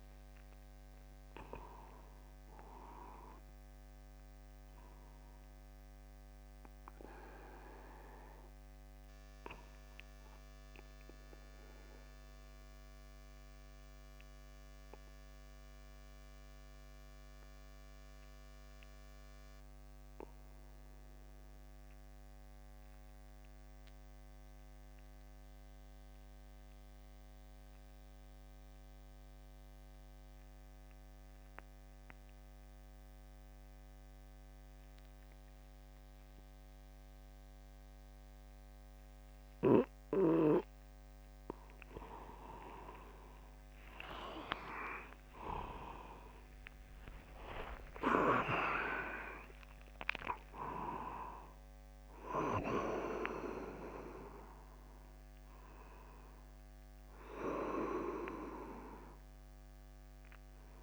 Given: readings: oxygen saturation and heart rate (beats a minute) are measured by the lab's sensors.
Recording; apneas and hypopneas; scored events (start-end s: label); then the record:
breathing in sleep by a microphone on the trachea; 1
6.00-39.00 s: obstructive apnea (oxygen 98% before, 91% lowest, heart rate 49 before, 49 extreme, up 17 after)
44.00-50.00 s: arousal
44.50-46.50 s: long interval between heartbeats (device-marked, heart rate 50 before, 59 extreme)
48.00-50.00 s: long interval between heartbeats (device-marked, heart rate 52 before, 95 extreme)
60.50-60.83 s: new sleep stage, N1 (lightest sleep)
From the record:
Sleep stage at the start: N2 (light sleep); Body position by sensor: upright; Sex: male